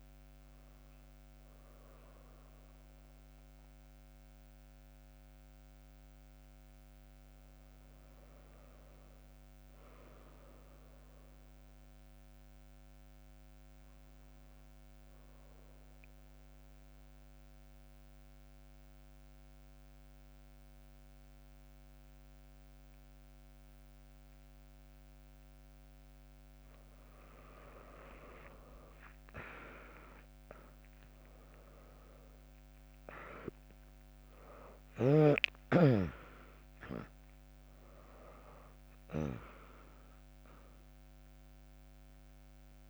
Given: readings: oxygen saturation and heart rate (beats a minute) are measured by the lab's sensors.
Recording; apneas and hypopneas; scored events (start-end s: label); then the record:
breathing in sleep by a microphone on the trachea; 1
0.00-4.50 s: drop in pulse transit time (device-marked, heart rate 64 extreme)
12.50-26.50 s: mixed apnea (oxygen 100% before, 96% lowest, heart rate 67 before, 61 extreme)
13.50-23.50 s: drop in pulse transit time (device-marked, heart rate 68 before, 79 extreme)
28.00-32.50 s: arousal
33.50-42.90 s: oxygen desaturation (device-marked, oxygen 99% before, 96% lowest, heart rate 75 before, 61 extreme)
35.00-37.00 s: long interval between heartbeats (device-marked, heart rate 74 before, 73 extreme)
35.50-42.90 s: drop in pulse transit time (device-marked, heart rate 73 before, 75 extreme)
From the record:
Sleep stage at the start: N2 (light sleep); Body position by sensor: on the back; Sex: female